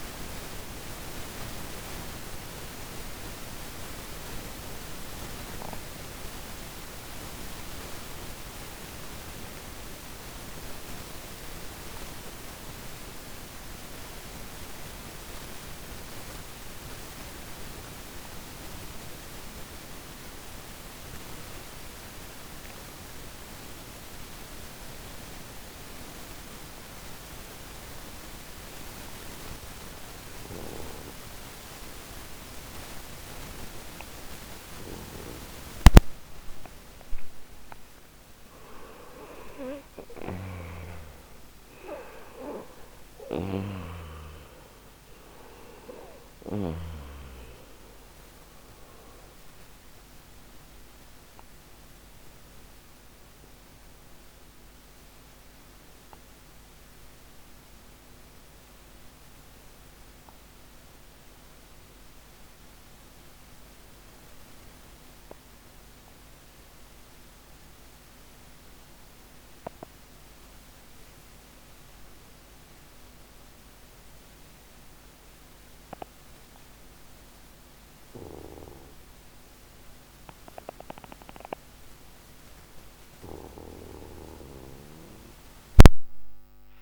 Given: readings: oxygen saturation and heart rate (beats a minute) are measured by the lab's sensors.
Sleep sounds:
breathing in sleep by a microphone on the trachea; 2
0.00-21.00 s: oxygen desaturation (device-marked, oxygen 88% lowest, heart rate 49 extreme)
2.00-31.50 s: obstructive apnea (oxygen 98% before, 88% lowest, heart rate 79 before, 55 extreme, up 9 after)
37.00-43.00 s: arousal
40.00-44.00 s: snoring (device-marked)
48.00-71.00 s: oxygen desaturation (device-marked, oxygen 95% before, 88% lowest, heart rate 72 before, 55 extreme)
52.00-82.50 s: obstructive apnea (oxygen 98% before, 88% lowest, heart rate 76 before, 55 extreme, up 17 after)
From the record:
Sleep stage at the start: N2 (light sleep); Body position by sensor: on the right side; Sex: male

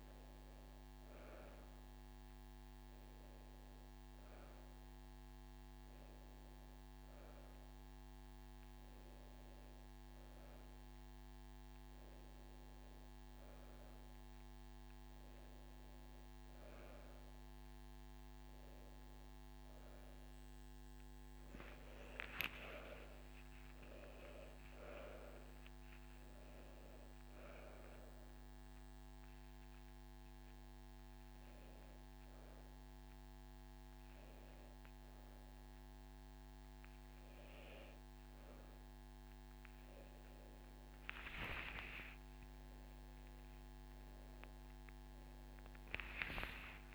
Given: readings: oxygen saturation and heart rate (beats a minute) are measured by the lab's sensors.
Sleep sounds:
breathing in sleep by a microphone on the trachea; 1
0.00-6.00 s: drop in pulse transit time (device-marked)
6.00-8.00 s: long interval between heartbeats (device-marked)
9.00-10.00 s: drop in pulse transit time (device-marked)
11.50-13.50 s: long interval between heartbeats (device-marked)
15.00-17.00 s: long interval between heartbeats (device-marked)
22.00-24.00 s: long interval between heartbeats (device-marked)
23.00-26.50 s: arousal
25.00-28.00 s: drop in pulse transit time (device-marked)
26.50-28.50 s: long interval between heartbeats (device-marked)
29.00-41.50 s: hypopnea (oxygen 96% before, 93% lowest)
34.00-36.00 s: drop in pulse transit time (device-marked)
39.50-41.50 s: long interval between heartbeats (device-marked)
42.50-46.95 s: arousal
43.00-44.00 s: drop in pulse transit time (device-marked)
From the record:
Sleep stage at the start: N1 (lightest sleep); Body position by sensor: on the back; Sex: female

